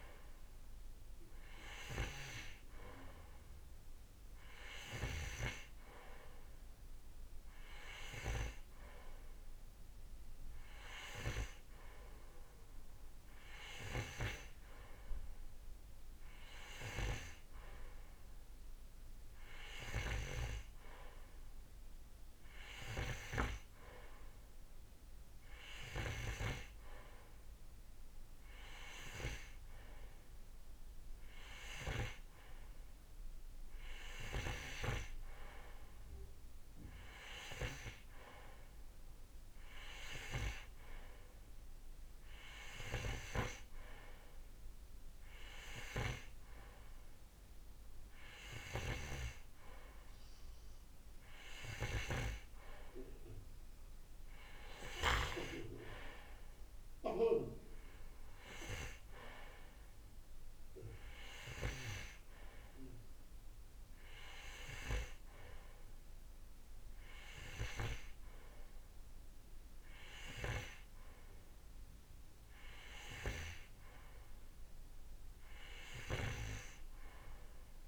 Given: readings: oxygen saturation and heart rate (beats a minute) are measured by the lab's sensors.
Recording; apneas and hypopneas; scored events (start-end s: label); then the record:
breathing in sleep by a room microphone; none
48.50-52.00 s: snoring (device-marked)
From the record:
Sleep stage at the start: N2 (light sleep); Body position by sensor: on the right side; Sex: male